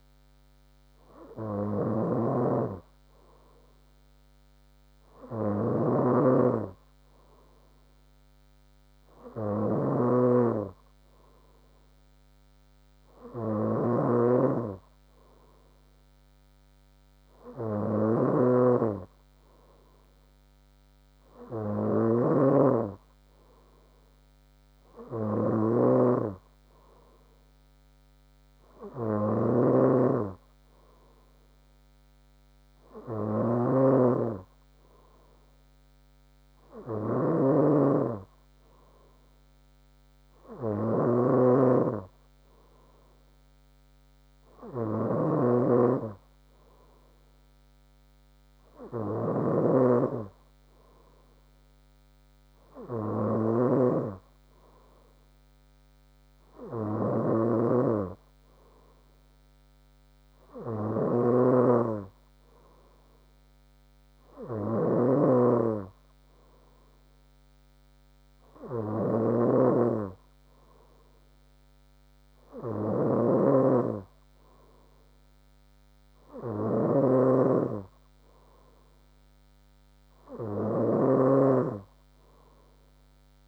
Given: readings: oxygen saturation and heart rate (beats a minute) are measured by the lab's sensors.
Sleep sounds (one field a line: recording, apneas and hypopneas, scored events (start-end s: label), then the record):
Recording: breathing in sleep by a microphone on the trachea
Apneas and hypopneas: none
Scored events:
0.00-50.00 s: snoring (device-marked)
57.50-83.48 s: snoring (device-marked)
From the record:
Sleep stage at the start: N3 (deep sleep)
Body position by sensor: on the front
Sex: female